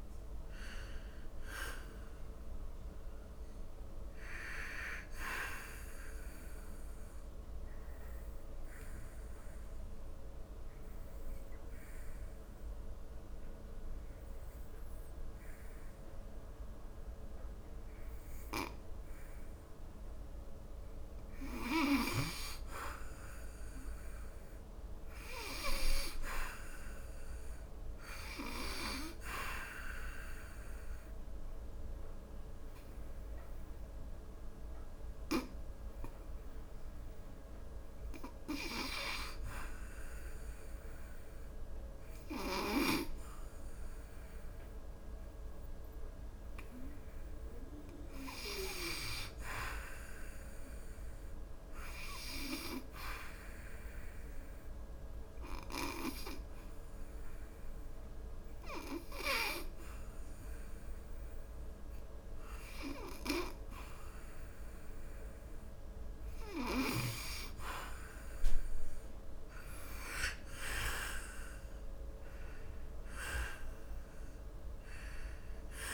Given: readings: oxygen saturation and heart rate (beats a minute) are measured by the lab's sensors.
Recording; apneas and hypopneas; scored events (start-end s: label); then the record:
breathing in sleep by a room microphone; 3
0.00-19.00 s: oxygen desaturation (device-marked, oxygen 70% lowest, heart rate 58 extreme)
6.00-21.00 s: obstructive apnea (oxygen 91% before, 70% lowest, heart rate 80 before, 68 extreme, up 0 after)
22.50-26.00 s: arousal
29.00-39.50 s: obstructive apnea (oxygen 98% before, 83% lowest, heart rate 74 before, 72 extreme, up 5 after)
29.00-49.00 s: oxygen desaturation (device-marked, oxygen 98% before, 83% lowest, heart rate 74 before, 72 extreme)
46.50-50.00 s: arousal
53.00-66.50 s: hypopnea (oxygen 98% before, 85% lowest, heart rate 73 before, 73 extreme, up 10 after)
55.00-75.93 s: oxygen desaturation (device-marked, oxygen 93% before, 86% lowest, heart rate 73 before, 73 extreme)
68.50-73.00 s: arousal
From the record:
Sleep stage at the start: N2 (light sleep); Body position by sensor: on the back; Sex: male